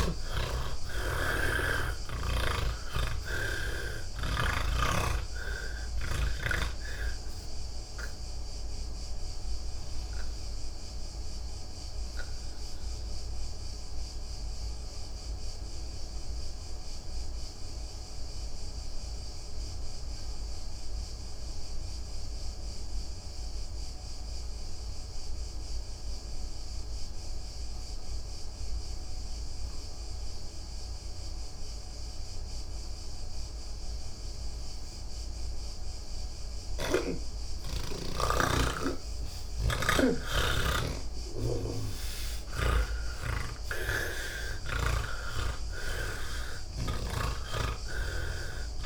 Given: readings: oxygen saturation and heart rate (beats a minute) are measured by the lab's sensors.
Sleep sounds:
breathing in sleep by a room microphone; 1
0.00-21.00 s: oxygen desaturation (device-marked, oxygen 77% lowest, heart rate 104 extreme)
7.50-36.00 s: obstructive apnea (oxygen 98% before, 77% lowest, heart rate 173 before, 83 extreme, up 28 after)
27.00-48.86 s: oxygen desaturation (device-marked, oxygen 98% before, 78% lowest, heart rate 149 before, 60 extreme)
39.50-43.00 s: snoring (device-marked)
From the record:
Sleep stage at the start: N1 (lightest sleep); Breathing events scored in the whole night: 332 in 5.7 hours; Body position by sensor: on the back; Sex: male

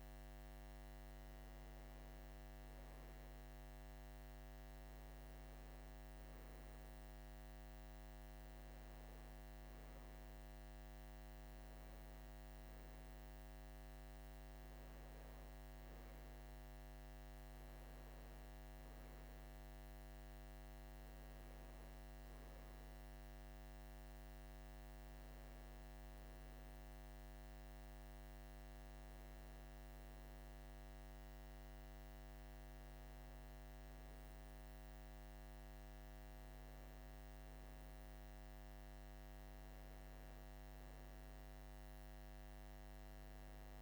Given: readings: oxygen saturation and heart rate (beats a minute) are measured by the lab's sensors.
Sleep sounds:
breathing in sleep, hard to hear, by a microphone on the trachea; none
none scored
From the record:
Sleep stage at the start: N2 (light sleep); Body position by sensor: on the right side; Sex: male

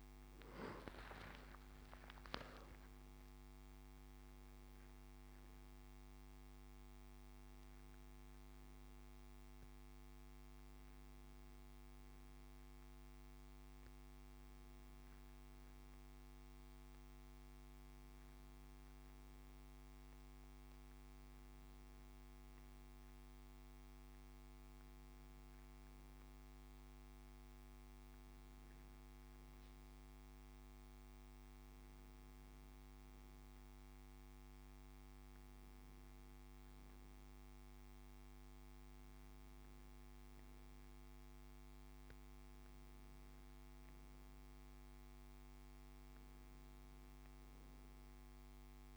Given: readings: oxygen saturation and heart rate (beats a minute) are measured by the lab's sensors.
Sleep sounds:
breathing in sleep, hard to hear, by a microphone on the trachea; none
0.50-4.50 s: arousal
From the record:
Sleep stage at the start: N1 (lightest sleep); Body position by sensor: on the back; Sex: male

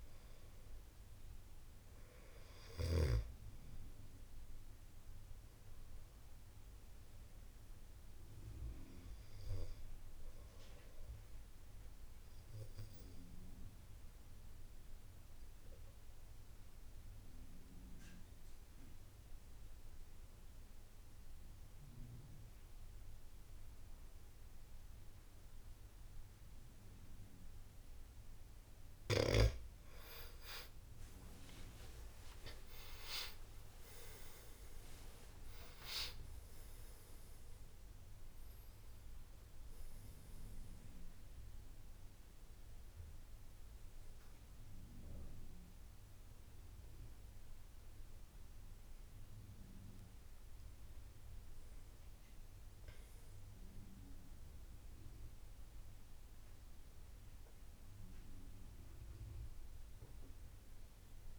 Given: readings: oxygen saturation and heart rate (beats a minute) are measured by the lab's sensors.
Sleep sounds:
a person partly awake in a sleep study, by a room microphone; 1
0.00-2.00 s: arousal
3.50-17.50 s: oxygen desaturation (device-marked, oxygen 94% before, 89% lowest, heart rate 80 before, 77 extreme)
11.50-27.00 s: obstructive apnea (oxygen 94% before, 82% lowest, heart rate 83 before, 77 extreme, up 12 after)
27.50-56.50 s: oxygen desaturation (device-marked, oxygen 93% before, 82% lowest, heart rate 81 before, 77 extreme)
37.50-61.39 s: new sleep stage, awake
From the record:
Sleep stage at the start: N2 (light sleep); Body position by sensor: on the back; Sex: male

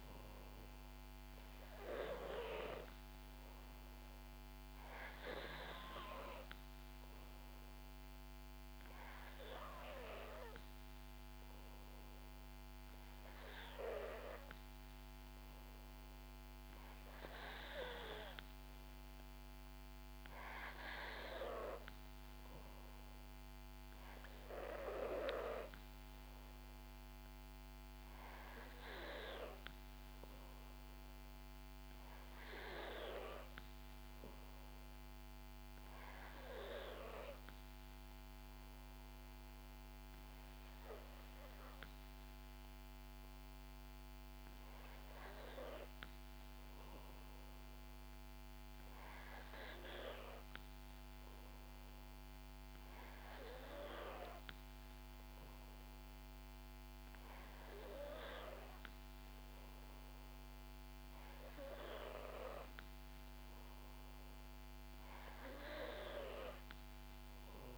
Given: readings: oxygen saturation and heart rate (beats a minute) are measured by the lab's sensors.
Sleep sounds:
breathing in sleep by a microphone on the trachea; none
59.00-61.00 s: long interval between heartbeats (device-marked, heart rate 65 before, 67 extreme)
From the record:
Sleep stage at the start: N2 (light sleep); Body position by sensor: on the back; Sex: female

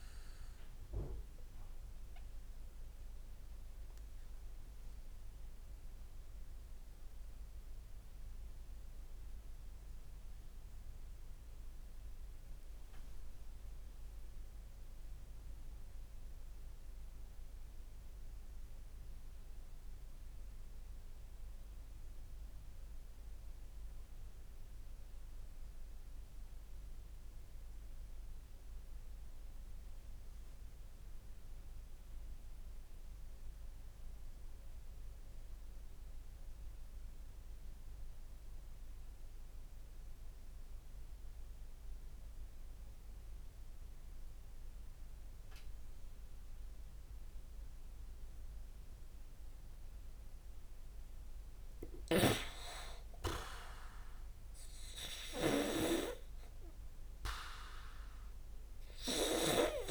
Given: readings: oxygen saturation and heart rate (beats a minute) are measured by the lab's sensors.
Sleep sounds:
breathing in sleep by a room microphone; 1
0.00-2.50 s: oxygen desaturation (device-marked, oxygen 93% lowest, heart rate 27 extreme)
1.00-49.50 s: obstructive apnea (oxygen 98% before, 89% lowest)
8.50-27.50 s: oxygen desaturation (device-marked, oxygen 94% before, 89% lowest, heart rate 47 before, 37 extreme)
12.00-16.00 s: leg movement (device-marked)
51.00-54.50 s: arousal
51.50-59.91 s: snoring (device-marked)
From the record:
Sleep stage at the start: REM sleep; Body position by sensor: on the back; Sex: male

